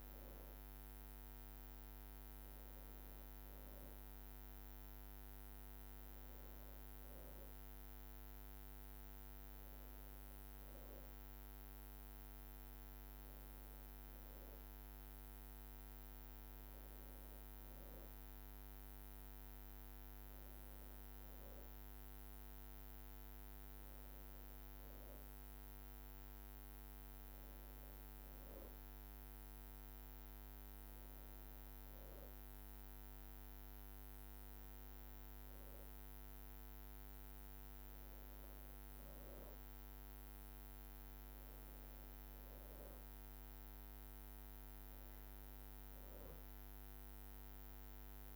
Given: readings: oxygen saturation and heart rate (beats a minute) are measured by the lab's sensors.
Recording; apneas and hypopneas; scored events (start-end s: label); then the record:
breathing in sleep, hard to hear, by a microphone on the trachea; none
none scored
From the record:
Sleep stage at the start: N2 (light sleep); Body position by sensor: on the back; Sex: female